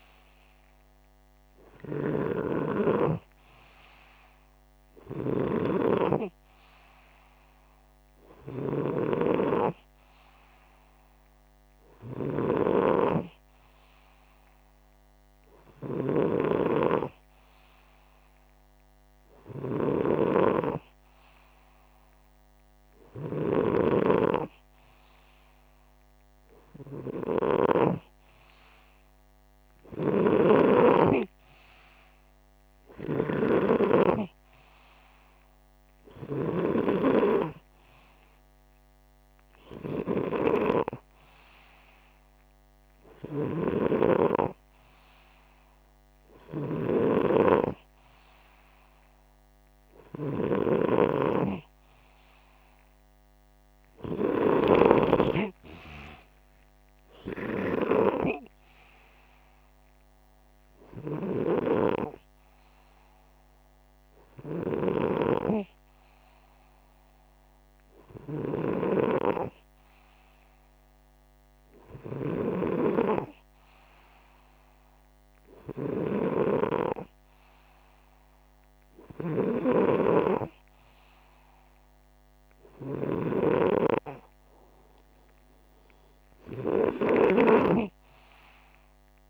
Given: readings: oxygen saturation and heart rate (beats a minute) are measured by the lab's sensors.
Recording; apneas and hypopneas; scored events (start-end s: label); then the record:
breathing in sleep by a microphone on the trachea; none
29.50-33.00 s: snoring (device-marked)
50.00-54.50 s: snoring (device-marked)
72.00-76.00 s: snoring (device-marked)
From the record:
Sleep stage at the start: N2 (light sleep); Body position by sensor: upright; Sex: male